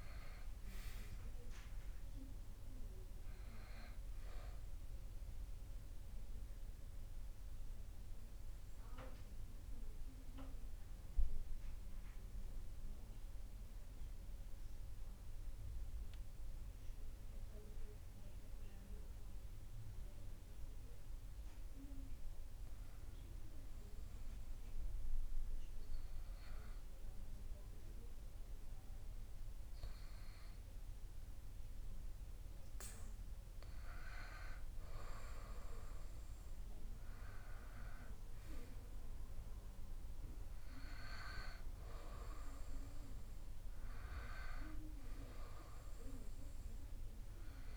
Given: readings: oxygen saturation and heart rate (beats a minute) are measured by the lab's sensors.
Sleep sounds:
breathing in sleep by a room microphone; 1
0.00-15.00 s: oxygen desaturation (device-marked, oxygen 92% lowest)
7.50-32.50 s: mixed apnea (oxygen 97% before, 92% lowest)
35.50-39.50 s: arousal
From the record:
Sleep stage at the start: REM sleep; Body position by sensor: on the back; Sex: male

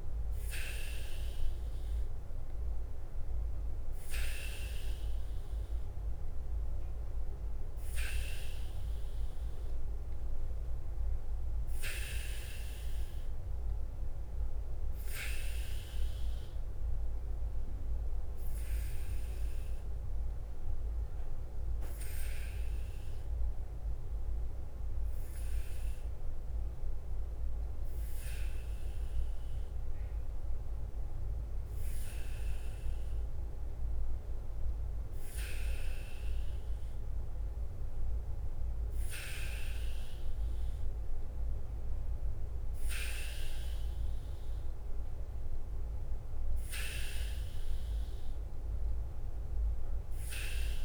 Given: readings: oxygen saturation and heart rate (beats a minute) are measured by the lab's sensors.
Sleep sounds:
breathing in sleep by a room microphone; 1
0.00-50.85 s: bradycardia (device-marked, heart rate 42 extreme)
16.00-19.00 s: arousal
21.50-33.50 s: hypopnea (oxygen 98% before, 94% lowest, heart rate 51 before, 50 extreme, up 2 after)
35.00-37.50 s: arousal
From the record:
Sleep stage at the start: N2 (light sleep); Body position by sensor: on the back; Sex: male

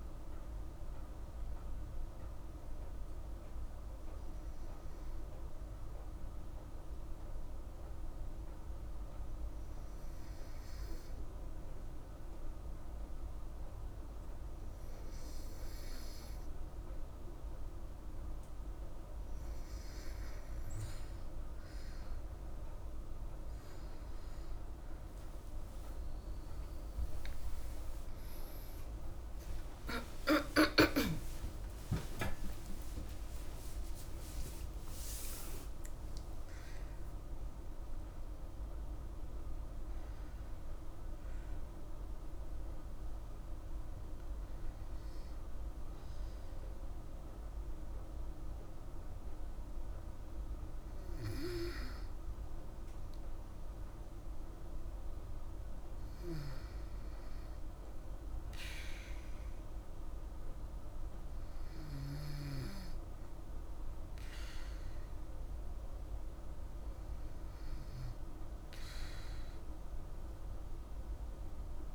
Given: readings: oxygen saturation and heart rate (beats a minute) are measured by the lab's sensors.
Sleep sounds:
breathing in sleep, hard to hear, by a room microphone; 1
0.50-17.50 s: hypopnea (oxygen 97% before, 94% lowest, heart rate 54 before, 52 extreme, up 6 after)
28.50-33.50 s: arousal
66.50-70.00 s: arousal
From the record:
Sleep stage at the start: N2 (light sleep); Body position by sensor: on the back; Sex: female

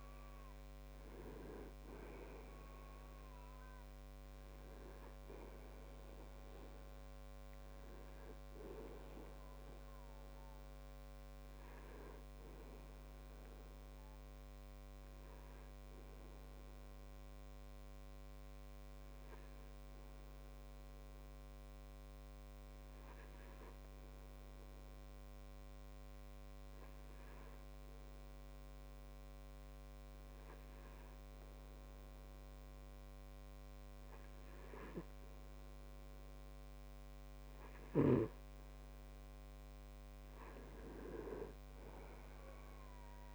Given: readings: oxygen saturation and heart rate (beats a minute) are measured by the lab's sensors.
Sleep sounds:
breathing in sleep by a microphone on the trachea; 1
18.00-38.50 s: hypopnea (oxygen 98% before, 95% lowest)
41.00-43.34 s: arousal
From the record:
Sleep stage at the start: N2 (light sleep); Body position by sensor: on the back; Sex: male

